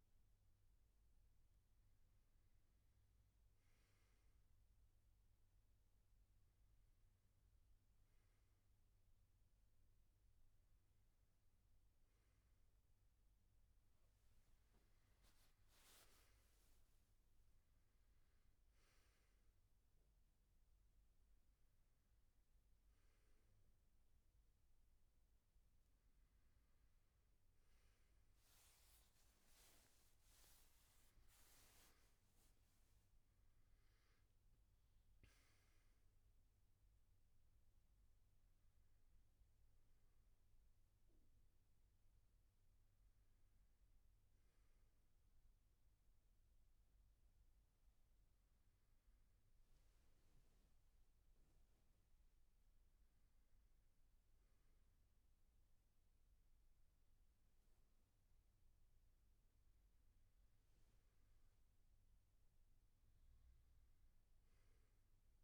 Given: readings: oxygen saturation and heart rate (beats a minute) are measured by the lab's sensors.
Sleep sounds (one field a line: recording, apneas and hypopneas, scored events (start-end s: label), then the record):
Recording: a person awake in a sleep study, hard to hear, by a room microphone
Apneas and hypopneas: none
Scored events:
36.00-65.43 s: new sleep stage, N1 (lightest sleep)
From the record:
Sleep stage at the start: awake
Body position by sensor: on the back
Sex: male